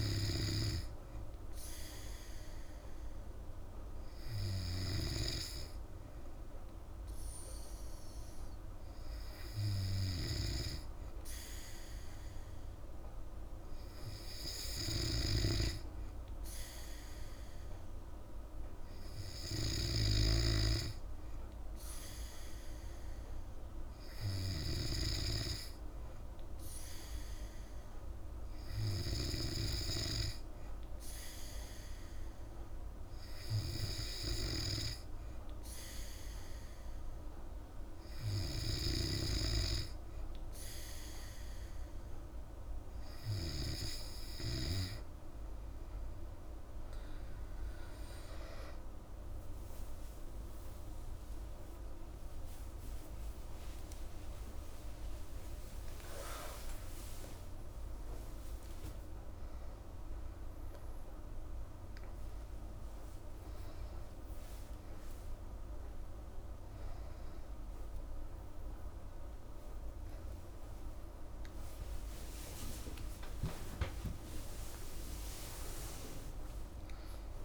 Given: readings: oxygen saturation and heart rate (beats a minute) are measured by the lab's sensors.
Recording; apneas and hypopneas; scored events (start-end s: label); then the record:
breathing in sleep by a room microphone; none
15.00-20.50 s: snoring (device-marked)
57.00-77.45 s: new sleep stage, N2 (light sleep)
71.50-77.45 s: arousal
From the record:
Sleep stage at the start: N3 (deep sleep); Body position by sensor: on the back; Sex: female